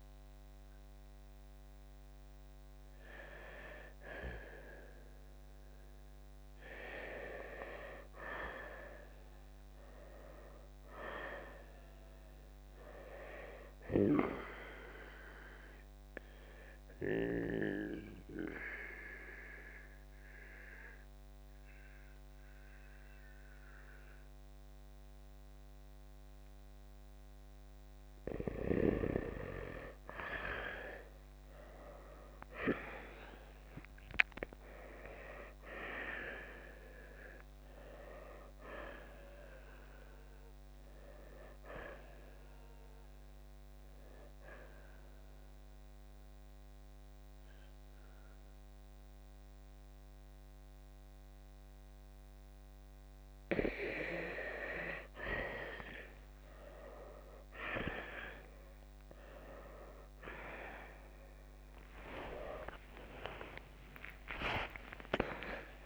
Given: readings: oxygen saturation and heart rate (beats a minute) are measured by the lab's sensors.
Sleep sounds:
breathing in sleep by a microphone on the trachea; 2
9.00-20.00 s: oxygen desaturation (device-marked, oxygen 93% before, 87% lowest, heart rate 65 before, 54 extreme)
18.00-28.50 s: central apnea (oxygen 93% before, 89% lowest, heart rate 62 before, 54 extreme, up 9 after)
22.00-41.00 s: oxygen desaturation (device-marked, oxygen 95% before, 89% lowest, heart rate 61 before, 54 extreme)
31.00-35.00 s: arousal
45.00-55.00 s: central apnea (oxygen 95% before, 89% lowest, heart rate 62 before, 59 extreme, up 5 after)
52.00-64.00 s: oxygen desaturation (device-marked, oxygen 94% before, 89% lowest, heart rate 65 before, 59 extreme)
62.50-65.86 s: arousal
From the record:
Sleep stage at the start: N2 (light sleep); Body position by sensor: on the right side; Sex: male

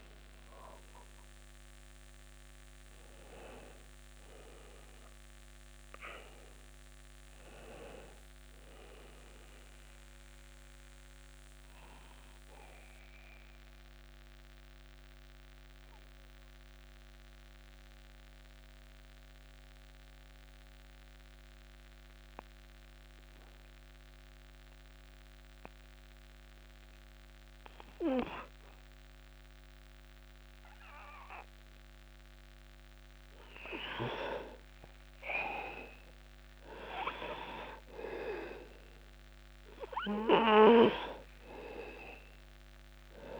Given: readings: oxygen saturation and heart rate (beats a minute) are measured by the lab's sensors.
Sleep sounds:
breathing in sleep by a microphone on the trachea; 1
0.00-21.00 s: oxygen desaturation (device-marked, oxygen 82% lowest, heart rate 35 extreme)
11.00-28.00 s: obstructive apnea (oxygen 93% before, 82% lowest, heart rate 46 before, 35 extreme, up 9 after)
30.00-33.00 s: arousal
41.00-43.40 s: oxygen desaturation (device-marked, oxygen 99% before, 93% lowest)
From the record:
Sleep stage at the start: N2 (light sleep); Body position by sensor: on the back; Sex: male

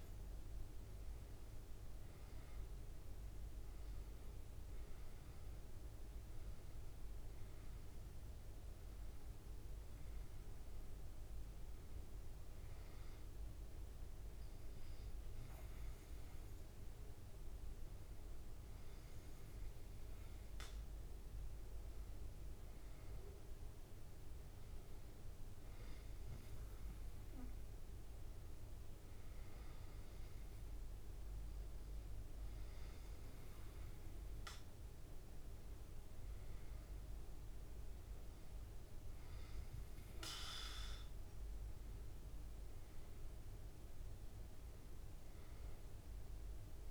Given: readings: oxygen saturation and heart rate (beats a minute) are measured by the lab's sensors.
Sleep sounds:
breathing in sleep, hard to hear, by a room microphone; none
41.50-45.50 s: arousal
From the record:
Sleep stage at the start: N2 (light sleep); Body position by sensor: on the back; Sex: male

